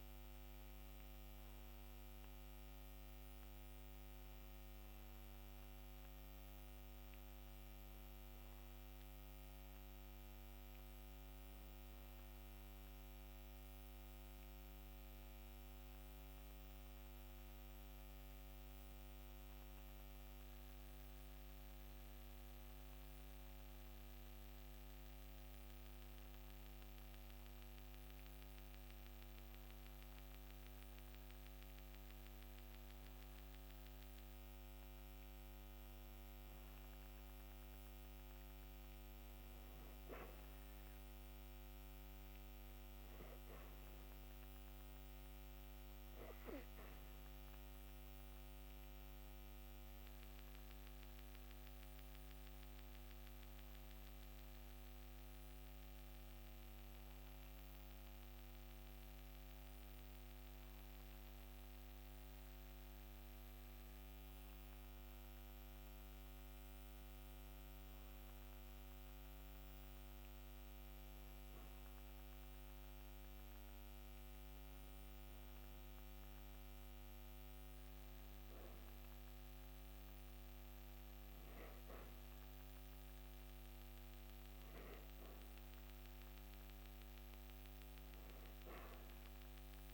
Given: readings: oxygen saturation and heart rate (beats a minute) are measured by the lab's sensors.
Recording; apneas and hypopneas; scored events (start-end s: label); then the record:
breathing in sleep, hard to hear, by a microphone on the trachea; 1
9.50-89.94 s: new sleep stage, N2 (light sleep)
40.00-52.00 s: hypopnea (oxygen 98% before, 96% lowest)
54.00-59.00 s: arousal
From the record:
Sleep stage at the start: N1 (lightest sleep); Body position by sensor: on the back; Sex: female